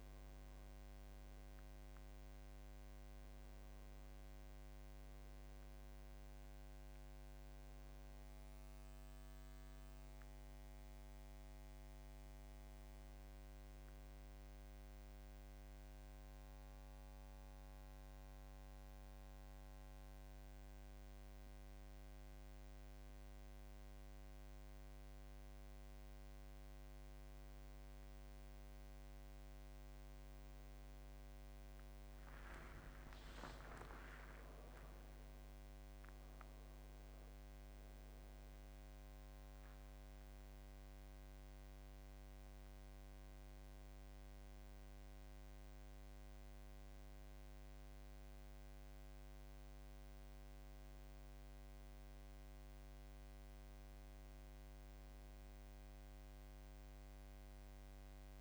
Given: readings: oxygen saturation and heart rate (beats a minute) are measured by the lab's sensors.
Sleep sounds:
a person awake in a sleep study, hard to hear, by a microphone on the trachea; none
25.00-55.00 s: new sleep stage, awake
55.00-58.41 s: new sleep stage, N1 (lightest sleep)
From the record:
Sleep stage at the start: N1 (lightest sleep); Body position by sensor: on the back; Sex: male

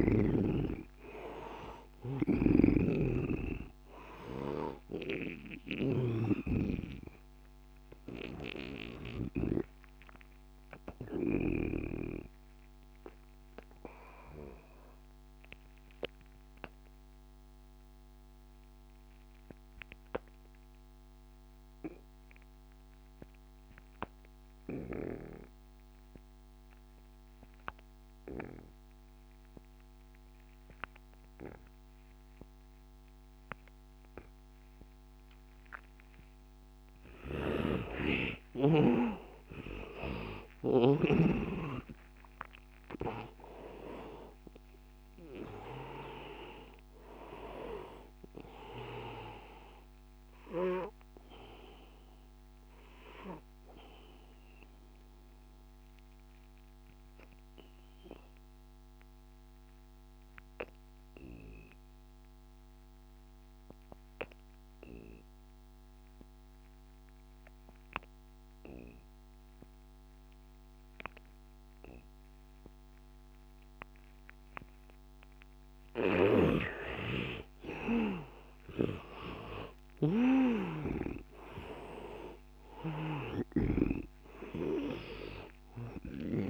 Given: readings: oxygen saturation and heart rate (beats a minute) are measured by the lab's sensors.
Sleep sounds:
breathing in sleep by a microphone on the trachea; 2
0.00-9.50 s: snoring (device-marked)
0.00-22.00 s: oxygen desaturation (device-marked, oxygen 80% lowest, heart rate 79 extreme)
8.50-36.00 s: obstructive apnea (oxygen 100% before, 79% lowest, heart rate 93 before, 79 extreme, up 11 after)
30.00-62.00 s: oxygen desaturation (device-marked, oxygen 100% before, 79% lowest, heart rate 89 before, 85 extreme)
37.50-41.00 s: snoring (device-marked)
38.50-42.50 s: arousal
54.00-75.00 s: obstructive apnea (oxygen 100% before, 79% lowest, heart rate 92 before, 85 extreme, up 9 after)
72.00-86.50 s: oxygen desaturation (device-marked, oxygen 99% before, 82% lowest, heart rate 88 before, 82 extreme)
77.50-82.00 s: arousal
83.50-86.50 s: snoring (device-marked)
From the record:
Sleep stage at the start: N2 (light sleep); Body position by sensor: on the back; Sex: male

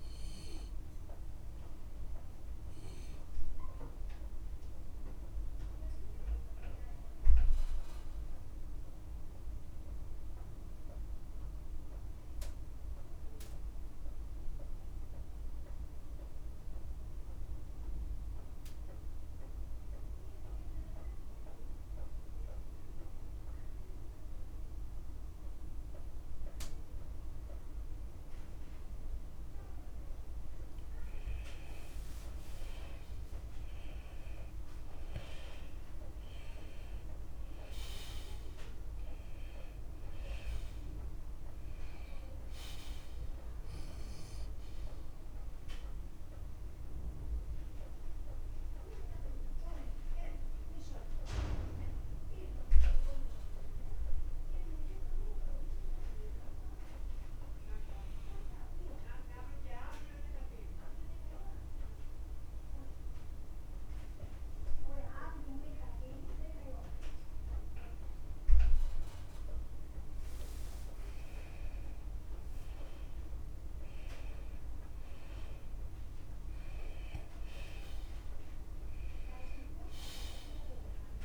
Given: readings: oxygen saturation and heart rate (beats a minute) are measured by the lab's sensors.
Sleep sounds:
breathing in sleep by a room microphone; 2
0.00-22.50 s: oxygen desaturation (device-marked, oxygen 87% lowest, heart rate 52 extreme)
2.00-30.00 s: mixed apnea (oxygen 97% before, 87% lowest, heart rate 56 before, 52 extreme, up 6 after)
33.00-36.50 s: arousal
38.50-65.50 s: oxygen desaturation (device-marked, oxygen 97% before, 90% lowest, heart rate 54 before, 51 extreme)
47.50-70.50 s: mixed apnea (oxygen 98% before, 90% lowest, heart rate 56 before, 51 extreme, up 15 after)
48.00-50.00 s: long interval between heartbeats (device-marked, heart rate 56 before, 71 extreme)
72.50-78.00 s: arousal
From the record:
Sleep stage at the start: N2 (light sleep); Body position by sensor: on the left side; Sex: male

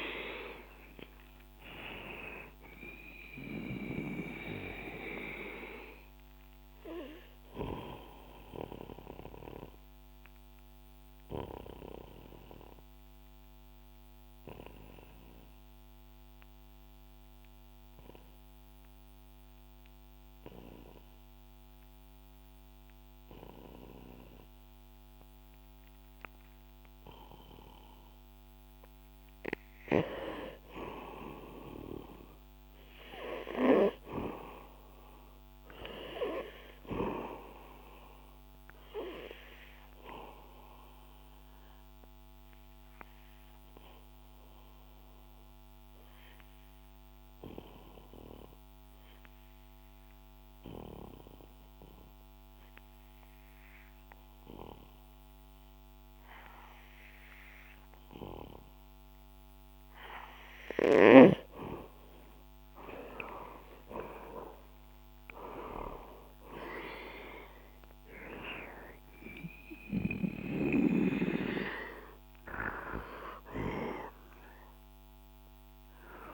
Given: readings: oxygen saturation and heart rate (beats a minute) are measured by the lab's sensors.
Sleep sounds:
breathing in sleep by a microphone on the trachea; 2
10.00-27.50 s: obstructive apnea (oxygen 99% before, 91% lowest, heart rate 72 before, 63 extreme, up 4 after)
33.50-37.50 s: arousal
36.50-55.50 s: oxygen desaturation (device-marked, oxygen 99% before, 91% lowest, heart rate 69 before, 63 extreme)
42.00-61.00 s: obstructive apnea (oxygen 99% before, 90% lowest, heart rate 68 before, 61 extreme, up 12 after)
63.50-67.50 s: arousal
67.50-76.34 s: oxygen desaturation (device-marked, oxygen 96% before, 92% lowest, heart rate 66 before, 61 extreme)
From the record:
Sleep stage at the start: N2 (light sleep); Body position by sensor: on the back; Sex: male

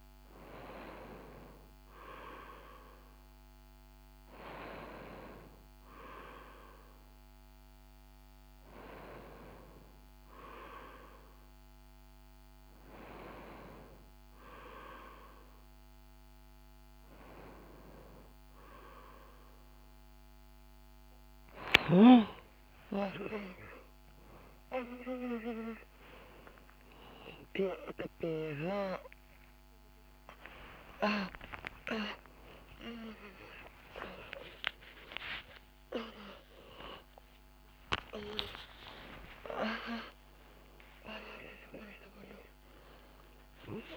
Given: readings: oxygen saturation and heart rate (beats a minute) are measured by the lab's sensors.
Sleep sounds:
a person awake in a sleep study, by a microphone on the trachea; none
17.50-43.97 s: new sleep stage, awake
25.50-27.50 s: long interval between heartbeats (device-marked, heart rate 58 before, 66 extreme)
28.00-30.00 s: long interval between heartbeats (device-marked, heart rate 59 before, 89 extreme)
28.50-40.50 s: tachycardia (device-marked, heart rate 58 before, 194 extreme)
33.00-35.00 s: long interval between heartbeats (device-marked, heart rate 68 before, 128 extreme)
37.00-39.00 s: long interval between heartbeats (device-marked, heart rate 83 before, 183 extreme)
39.00-41.00 s: long interval between heartbeats (device-marked, heart rate 96 before, 173 extreme)
From the record:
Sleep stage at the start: N3 (deep sleep); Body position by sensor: on the right side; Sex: female

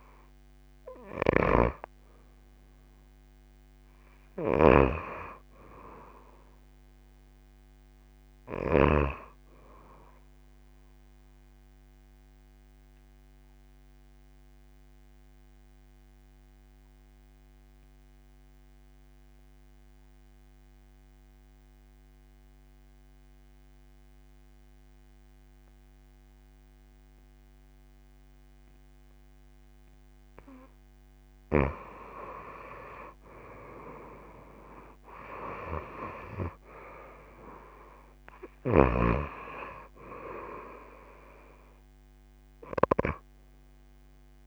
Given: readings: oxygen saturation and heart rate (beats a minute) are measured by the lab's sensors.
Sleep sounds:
breathing in sleep by a microphone on the trachea; 1
0.00-5.00 s: snoring (device-marked)
0.00-18.00 s: oxygen desaturation (device-marked, oxygen 87% lowest)
12.00-30.50 s: obstructive apnea (oxygen 97% before, 87% lowest)
31.00-44.47 s: oxygen desaturation (device-marked, oxygen 97% before, 89% lowest)
35.00-39.50 s: arousal
From the record:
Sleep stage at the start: N2 (light sleep); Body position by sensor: on the back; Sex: female

